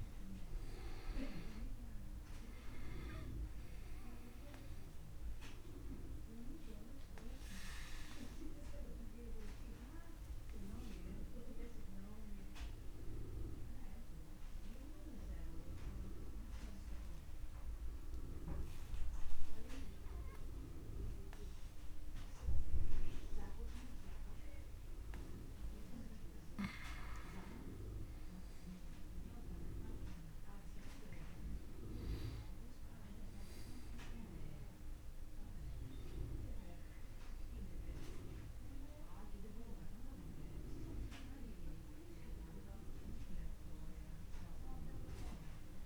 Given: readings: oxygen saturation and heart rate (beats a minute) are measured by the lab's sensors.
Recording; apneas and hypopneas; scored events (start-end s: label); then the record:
breathing in sleep by a room microphone; 1
0.50-18.50 s: oxygen desaturation (device-marked, oxygen 98% before, 93% lowest)
14.00-26.00 s: obstructive apnea (oxygen 98% before, 93% lowest)
28.50-32.00 s: arousal
39.50-45.86 s: oxygen desaturation (device-marked, oxygen 98% before, 93% lowest)
From the record:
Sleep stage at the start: N2 (light sleep); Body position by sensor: on the back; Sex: male